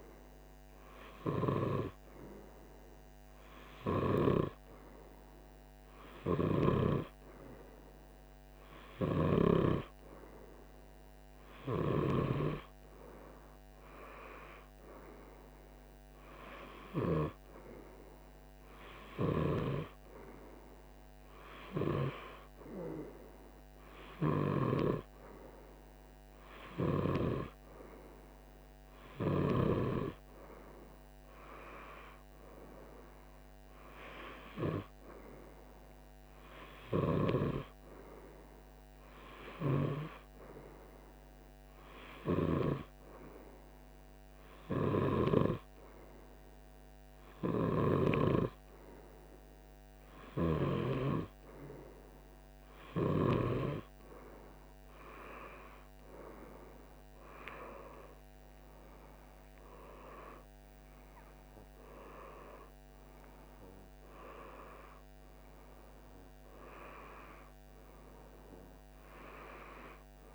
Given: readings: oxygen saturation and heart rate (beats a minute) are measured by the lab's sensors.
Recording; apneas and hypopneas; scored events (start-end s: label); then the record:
breathing in sleep by a microphone on the trachea; none
none scored
From the record:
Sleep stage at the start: N2 (light sleep); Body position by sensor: on the right side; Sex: male